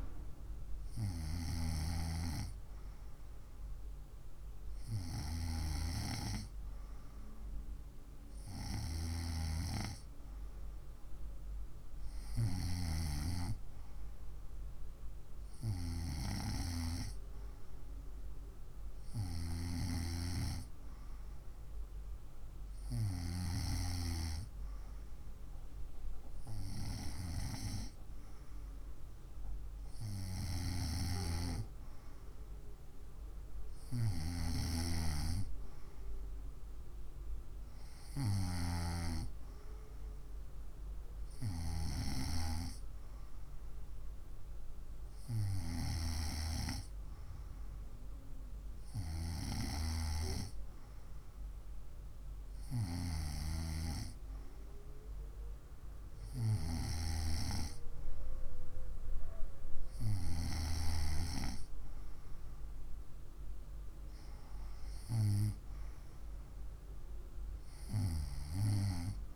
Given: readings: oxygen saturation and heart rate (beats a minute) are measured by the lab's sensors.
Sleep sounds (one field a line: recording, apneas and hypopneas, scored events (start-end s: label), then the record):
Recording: breathing in sleep by a room microphone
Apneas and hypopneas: none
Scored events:
none scored
From the record:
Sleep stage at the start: N2 (light sleep)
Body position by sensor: on the right side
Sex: female